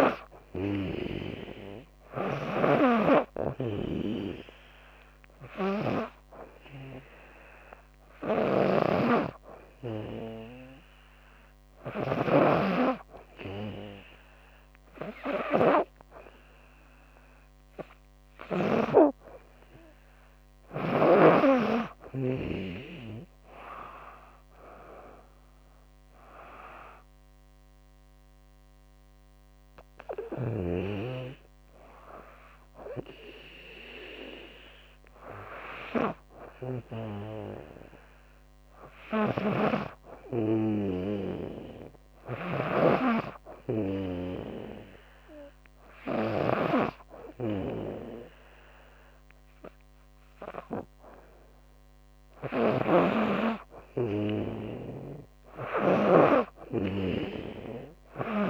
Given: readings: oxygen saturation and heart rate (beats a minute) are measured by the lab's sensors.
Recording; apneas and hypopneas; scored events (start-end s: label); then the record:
breathing in sleep by a microphone on the trachea; none
0.00-5.50 s: snoring (device-marked)
7.50-11.50 s: snoring (device-marked)
38.50-46.00 s: snoring (device-marked)
52.00-55.50 s: snoring (device-marked)
57.50-58.50 s: snoring (device-marked)
From the record:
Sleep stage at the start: N2 (light sleep); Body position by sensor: on the back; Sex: female